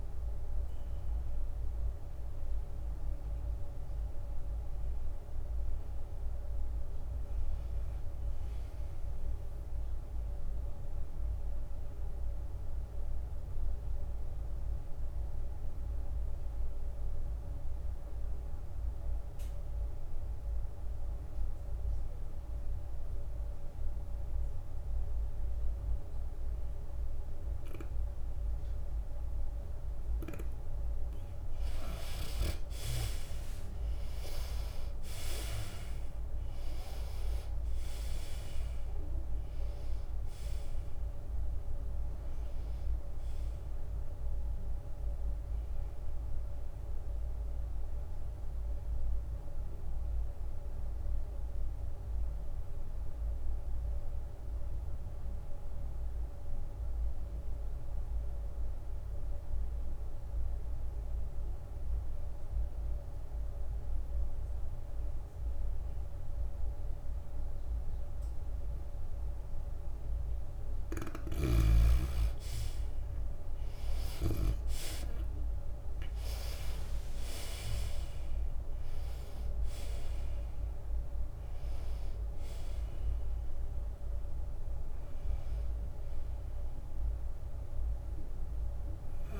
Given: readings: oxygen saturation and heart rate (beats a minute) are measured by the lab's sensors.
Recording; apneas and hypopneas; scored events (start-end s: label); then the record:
breathing in sleep by a room microphone; 2
0.00-9.00 s: drop in pulse transit time (device-marked, heart rate 96 extreme)
0.00-11.00 s: oxygen desaturation (device-marked, oxygen 81% lowest, heart rate 84 extreme)
11.00-31.50 s: obstructive apnea (oxygen 95% before, 75% lowest, heart rate 97 before, 84 extreme, up 14 after)
21.00-61.00 s: oxygen desaturation (device-marked, oxygen 95% before, 75% lowest, heart rate 95 before, 84 extreme)
33.00-37.00 s: arousal
35.00-51.00 s: drop in pulse transit time (device-marked, heart rate 88 before, 89 extreme)
39.00-43.00 s: tachycardia (device-marked, heart rate 91 before, 101 extreme)
49.50-71.00 s: obstructive apnea (oxygen 94% before, 74% lowest, heart rate 94 before, 87 extreme, up 9 after)
70.00-72.00 s: long interval between heartbeats (device-marked, heart rate 91 before, 87 extreme)
72.00-89.40 s: oxygen desaturation (device-marked, oxygen 97% before, 74% lowest, heart rate 90 before, 86 extreme)
73.50-79.00 s: arousal
76.00-89.40 s: drop in pulse transit time (device-marked, heart rate 89 before, 89 extreme)
From the record:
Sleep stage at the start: N2 (light sleep); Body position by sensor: on the back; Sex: female